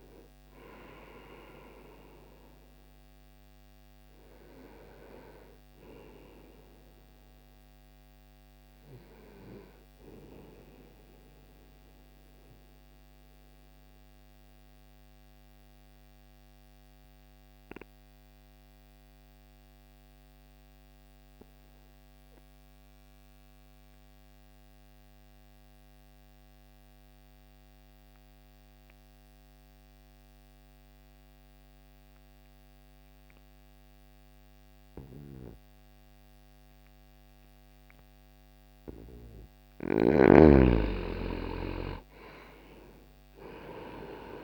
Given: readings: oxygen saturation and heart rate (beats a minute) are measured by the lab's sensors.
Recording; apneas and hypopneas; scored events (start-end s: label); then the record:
breathing in sleep by a microphone on the trachea; 1
0.00-23.50 s: oxygen desaturation (device-marked, oxygen 82% lowest)
11.00-39.50 s: mixed apnea (oxygen 98% before, 80% lowest)
40.50-44.44 s: oxygen desaturation (device-marked, oxygen 99% before, 80% lowest)
41.00-44.44 s: arousal
From the record:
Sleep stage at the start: N2 (light sleep); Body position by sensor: on the back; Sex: male